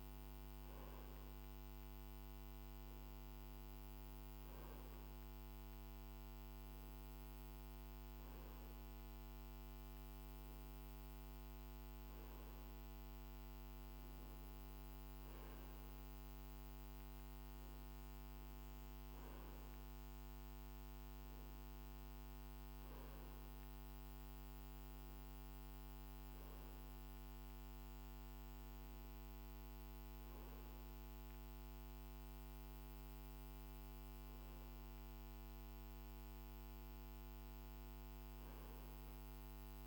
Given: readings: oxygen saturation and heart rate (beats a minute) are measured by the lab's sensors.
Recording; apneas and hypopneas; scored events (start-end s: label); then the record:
breathing in sleep, hard to hear, by a microphone on the trachea; none
none scored
From the record:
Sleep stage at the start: N2 (light sleep); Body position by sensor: on the right side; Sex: male